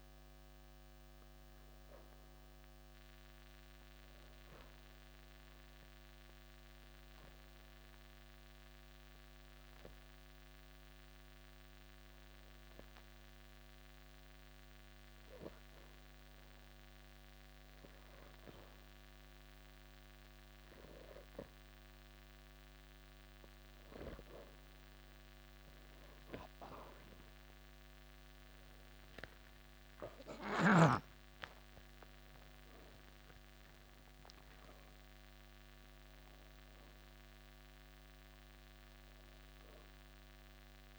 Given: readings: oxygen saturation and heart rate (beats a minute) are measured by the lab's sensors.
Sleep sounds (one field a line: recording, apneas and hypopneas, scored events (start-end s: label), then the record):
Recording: breathing in sleep by a microphone on the trachea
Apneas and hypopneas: 1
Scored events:
0.00-13.50 s: oxygen desaturation (device-marked, oxygen 91% lowest, heart rate 55 extreme)
4.00-22.50 s: hypopnea (oxygen 96% before, 91% lowest, heart rate 51 before, 55 extreme)
28.50-40.99 s: oxygen desaturation (device-marked, oxygen 96% before, 91% lowest, heart rate 109 before, 55 extreme)
29.50-34.50 s: arousal
From the record:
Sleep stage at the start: N2 (light sleep)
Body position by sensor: on the back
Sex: male